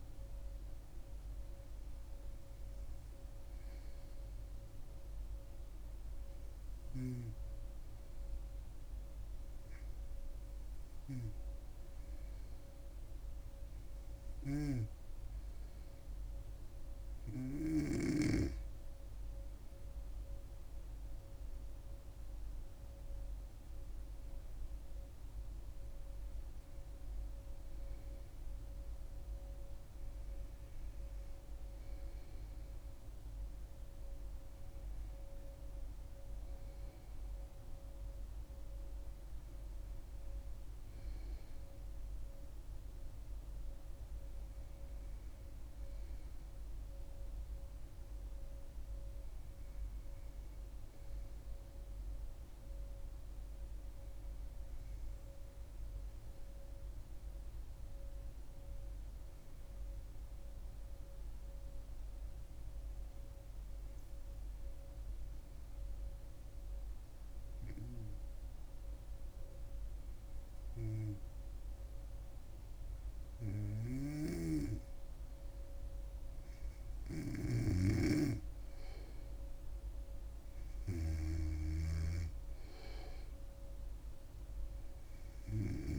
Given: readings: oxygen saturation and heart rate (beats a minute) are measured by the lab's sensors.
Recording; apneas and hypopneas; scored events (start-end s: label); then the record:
breathing in sleep by a room microphone; 1
50.50-75.50 s: hypopnea (oxygen 98% before, 95% lowest, heart rate 66 before, 64 extreme, up 4 after)
76.50-80.50 s: arousal
77.50-85.99 s: snoring (device-marked)
From the record:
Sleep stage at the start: N2 (light sleep); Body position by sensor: on the back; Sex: female